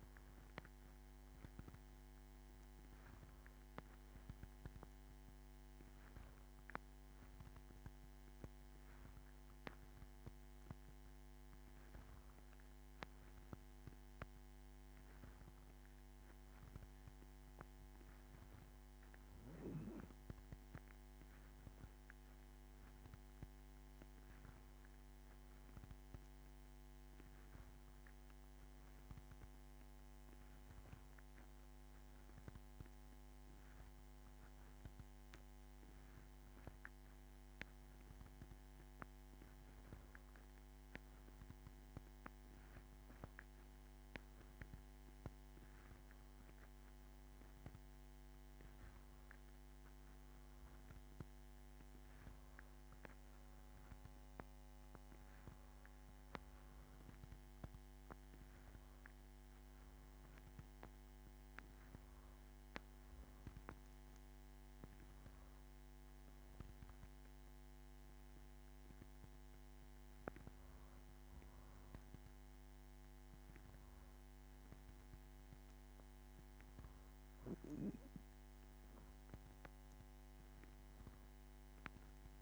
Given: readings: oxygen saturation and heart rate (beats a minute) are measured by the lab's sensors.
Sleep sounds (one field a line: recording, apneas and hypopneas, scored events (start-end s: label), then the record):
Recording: breathing in sleep by a microphone on the trachea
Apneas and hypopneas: none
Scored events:
none scored
From the record:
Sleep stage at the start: N2 (light sleep)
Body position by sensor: on the back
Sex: female